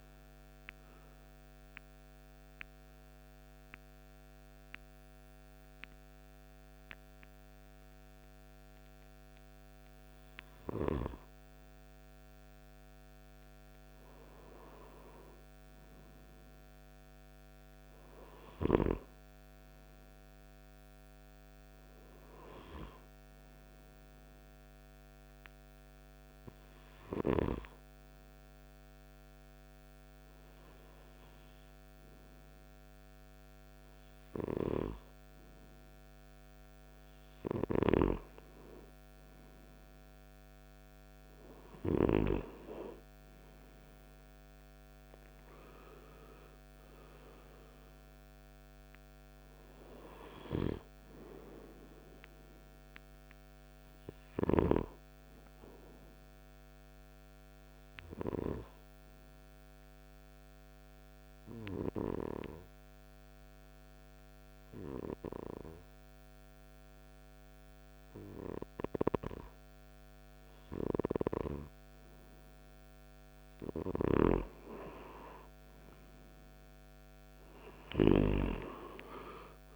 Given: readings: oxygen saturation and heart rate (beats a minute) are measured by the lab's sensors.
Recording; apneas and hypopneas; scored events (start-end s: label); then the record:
breathing in sleep by a microphone on the trachea; 3
0.00-17.50 s: oxygen desaturation (device-marked, oxygen 83% lowest, heart rate 51 extreme)
1.00-11.00 s: obstructive apnea (oxygen 95% before, 83% lowest, heart rate 68 before, 51 extreme, up 2 after)
13.50-17.50 s: arousal
24.50-36.00 s: hypopnea (oxygen 100% before, 94% lowest, heart rate 54 before, 52 extreme, up 9 after)
38.50-43.50 s: arousal
59.00-70.50 s: obstructive apnea (oxygen 98% before, 94% lowest, heart rate 59 before, 51 extreme, up 4 after)
74.00-78.50 s: arousal
From the record:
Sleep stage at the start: N2 (light sleep); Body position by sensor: on the right side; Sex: male